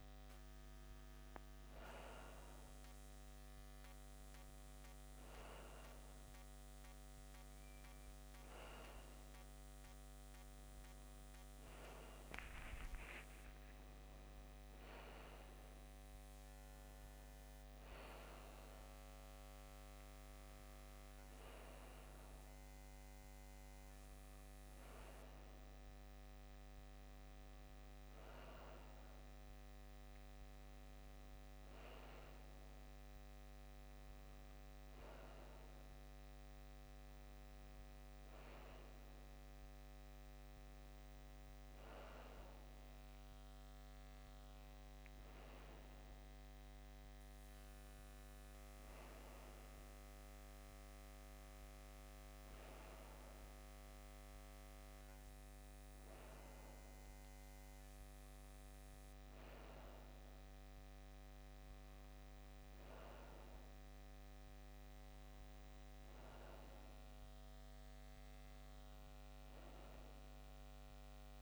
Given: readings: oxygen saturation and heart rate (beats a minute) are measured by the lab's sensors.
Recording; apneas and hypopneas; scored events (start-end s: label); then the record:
breathing in sleep, hard to hear, by a microphone on the trachea; none
66.50-71.42 s: new sleep stage, N2 (light sleep)
From the record:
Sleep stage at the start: N1 (lightest sleep); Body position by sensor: on the left side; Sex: male